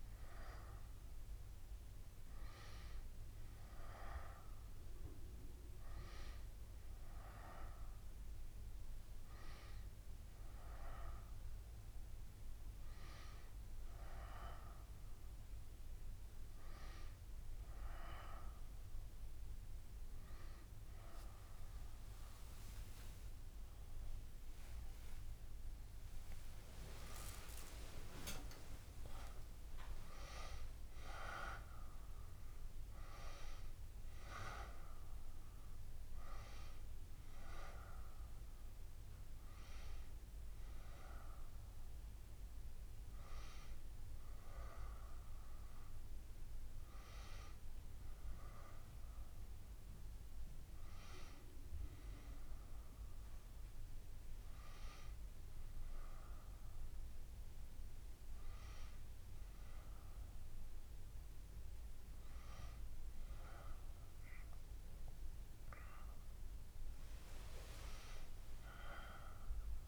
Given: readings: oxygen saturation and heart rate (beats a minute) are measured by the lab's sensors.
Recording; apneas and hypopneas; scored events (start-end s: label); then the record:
breathing in sleep by a room microphone; none
20.50-25.00 s: arousal
27.00-29.00 s: long interval between heartbeats (device-marked, heart rate 75 before, 94 extreme)
From the record:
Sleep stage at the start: N2 (light sleep); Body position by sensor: on the left side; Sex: female